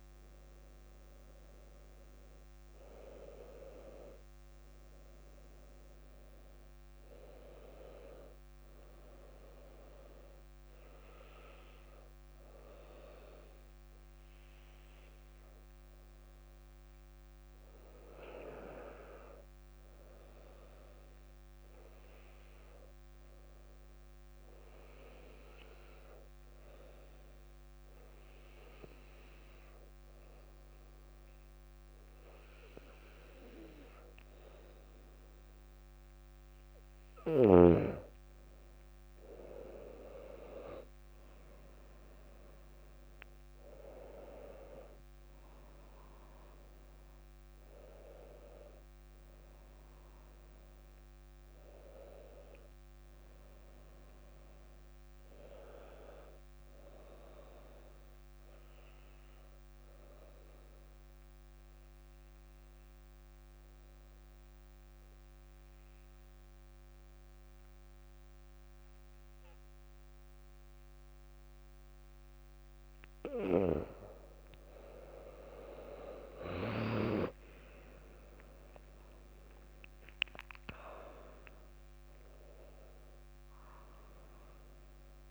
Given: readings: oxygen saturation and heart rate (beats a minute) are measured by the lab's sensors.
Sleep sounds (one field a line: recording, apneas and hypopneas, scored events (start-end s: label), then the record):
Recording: breathing in sleep by a microphone on the trachea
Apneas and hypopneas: 2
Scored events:
0.50-16.50 s: oxygen desaturation (device-marked, oxygen 98% before, 95% lowest, heart rate 60 before, 56 extreme)
21.00-36.00 s: obstructive apnea (oxygen 99% before, 95% lowest, heart rate 58 before, 58 extreme, up 5 after)
39.50-46.00 s: arousal
42.50-66.50 s: oxygen desaturation (device-marked, oxygen 98% before, 95% lowest, heart rate 59 before, 56 extreme)
60.00-74.50 s: obstructive apnea (oxygen 98% before, 95% lowest, heart rate 62 before, 56 extreme, up 9 after)
77.50-82.00 s: arousal
82.50-85.31 s: oxygen desaturation (device-marked, oxygen 99% before, 95% lowest, heart rate 59 before, 57 extreme)
From the record:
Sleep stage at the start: N1 (lightest sleep)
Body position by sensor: on the back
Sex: female